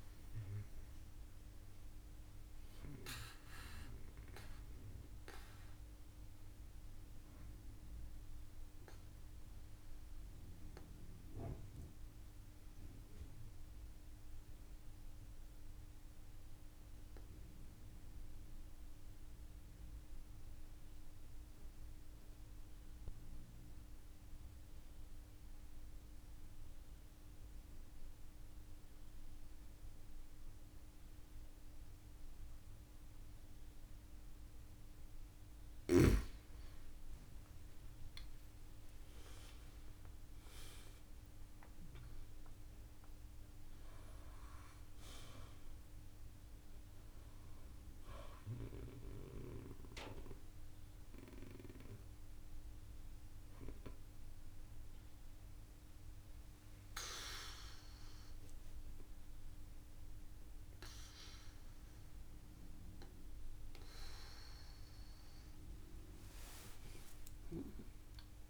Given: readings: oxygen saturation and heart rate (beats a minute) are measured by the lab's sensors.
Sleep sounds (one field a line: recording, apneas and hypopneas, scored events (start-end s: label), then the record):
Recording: breathing in sleep by a room microphone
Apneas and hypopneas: 1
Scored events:
0.00-26.00 s: oxygen desaturation (device-marked, oxygen 90% lowest)
10.00-34.00 s: mixed apnea (oxygen 97% before, 90% lowest)
37.00-40.50 s: arousal
37.50-39.50 s: long interval between heartbeats (device-marked)
41.00-68.50 s: oxygen desaturation (device-marked, oxygen 97% before, 92% lowest)
66.50-68.50 s: long interval between heartbeats (device-marked)
From the record:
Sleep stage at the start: N2 (light sleep)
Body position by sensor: on the back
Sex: female